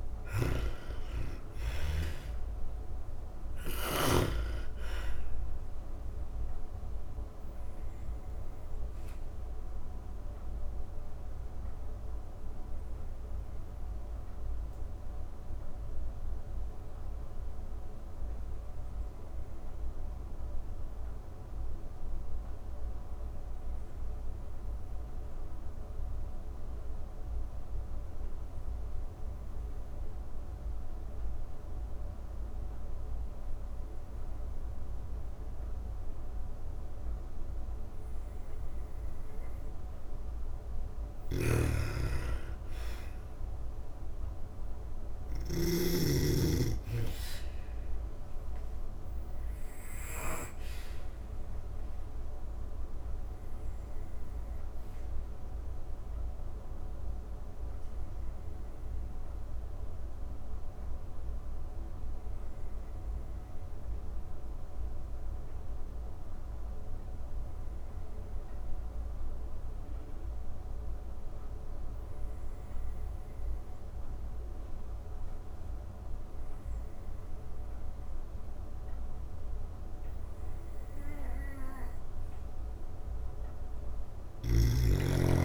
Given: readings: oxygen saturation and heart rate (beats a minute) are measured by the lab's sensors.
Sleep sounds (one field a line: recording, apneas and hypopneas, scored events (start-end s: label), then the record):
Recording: breathing in sleep by a room microphone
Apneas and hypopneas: 2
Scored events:
0.00-3.00 s: snoring (device-marked)
0.00-28.00 s: oxygen desaturation (device-marked, oxygen 77% lowest)
10.00-39.50 s: mixed apnea (oxygen 99% before, 77% lowest)
40.00-44.50 s: snoring (device-marked)
40.00-69.00 s: oxygen desaturation (device-marked, oxygen 98% before, 82% lowest)
41.00-45.50 s: arousal
55.00-81.00 s: obstructive apnea (oxygen 98% before, 82% lowest)
77.00-85.45 s: oxygen desaturation (device-marked, oxygen 97% before, 82% lowest)
83.00-85.45 s: arousal
83.00-85.45 s: snoring (device-marked)
From the record:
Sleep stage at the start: N2 (light sleep)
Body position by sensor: on the back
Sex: female